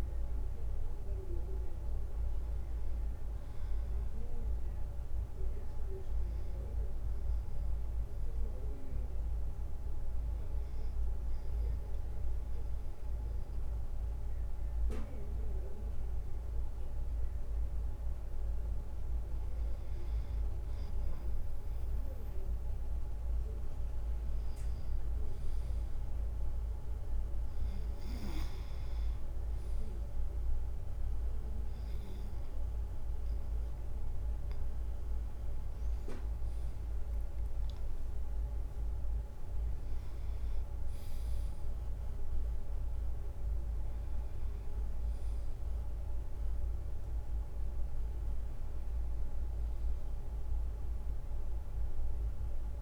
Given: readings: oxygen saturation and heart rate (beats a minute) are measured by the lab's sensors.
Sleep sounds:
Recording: breathing in sleep, hard to hear, by a room microphone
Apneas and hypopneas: 1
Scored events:
0.00-7.00 s: drop in pulse transit time (device-marked, heart rate 53 extreme)
7.00-20.00 s: hypopnea (oxygen 98% before, 96% lowest, heart rate 57 before, 55 extreme, up 1 after)
36.00-39.00 s: leg movement (device-marked)
36.50-40.50 s: arousal
39.00-51.00 s: drop in pulse transit time (device-marked, heart rate 57 before, 56 extreme)
From the record:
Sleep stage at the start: N2 (light sleep)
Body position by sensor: on the back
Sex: male

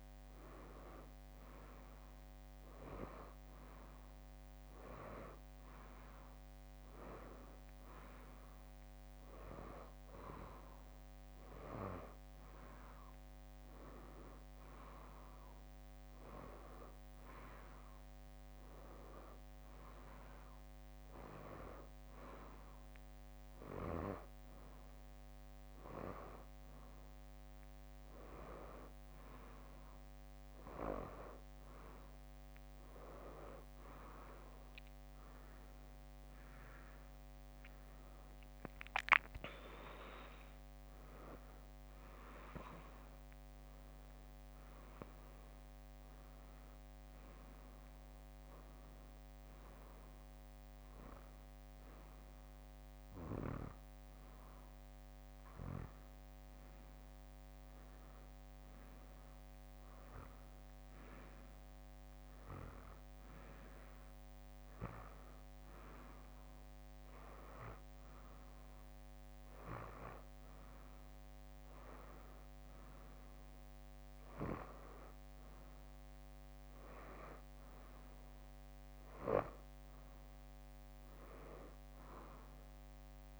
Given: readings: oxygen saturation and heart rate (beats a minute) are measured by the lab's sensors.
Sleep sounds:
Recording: breathing in sleep by a microphone on the trachea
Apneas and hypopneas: none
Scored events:
37.50-42.00 s: arousal
38.50-40.00 s: leg movement (device-marked)
72.50-74.50 s: bradycardia (device-marked, heart rate 64 before, 61 extreme)
77.50-83.40 s: leg movement (device-marked)
From the record:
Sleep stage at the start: N2 (light sleep)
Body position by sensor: on the right side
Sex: female

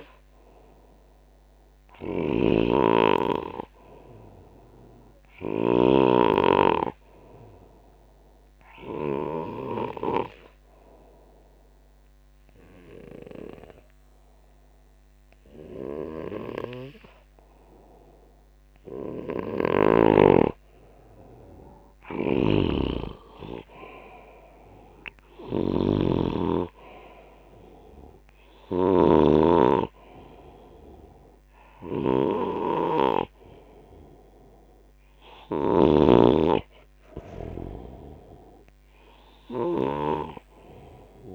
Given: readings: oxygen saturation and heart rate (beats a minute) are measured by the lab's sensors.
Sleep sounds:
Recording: breathing in sleep by a microphone on the trachea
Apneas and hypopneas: 1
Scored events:
0.00-9.50 s: snoring (device-marked)
8.00-20.50 s: obstructive apnea (oxygen 97% before, 92% lowest, heart rate 79 before, 67 extreme, up 28 after)
19.00-36.00 s: snoring (device-marked)
23.50-27.00 s: arousal
From the record:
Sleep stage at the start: N2 (light sleep)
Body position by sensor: on the back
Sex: male

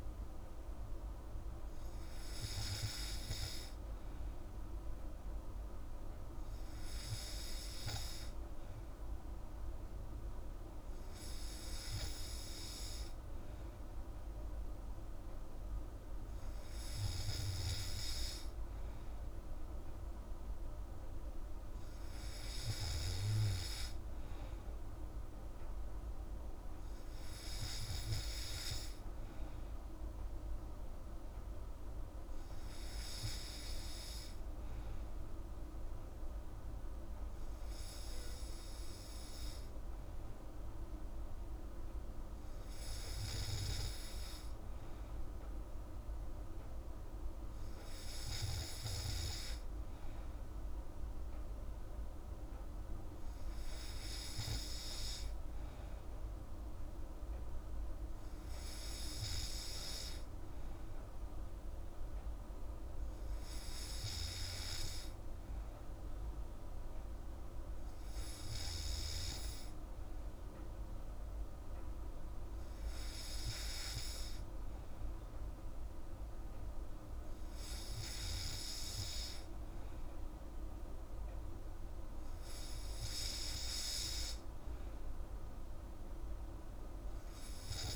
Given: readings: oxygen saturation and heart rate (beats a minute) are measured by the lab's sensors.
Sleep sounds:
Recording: breathing in sleep by a room microphone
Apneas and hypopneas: none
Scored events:
none scored
From the record:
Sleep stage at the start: N3 (deep sleep)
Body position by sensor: on the back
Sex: female

